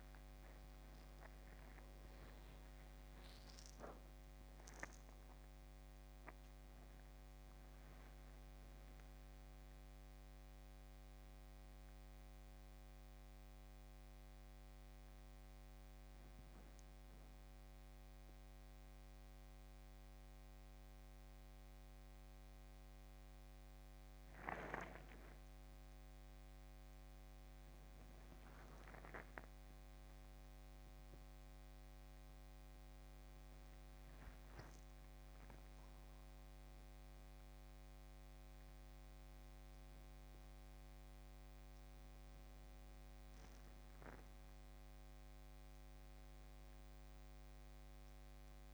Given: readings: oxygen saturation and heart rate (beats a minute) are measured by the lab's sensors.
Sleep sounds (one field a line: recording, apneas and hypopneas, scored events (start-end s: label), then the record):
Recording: a person awake in a sleep study, hard to hear, by a microphone on the trachea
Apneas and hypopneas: none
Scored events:
none scored
From the record:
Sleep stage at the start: awake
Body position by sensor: upright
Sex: male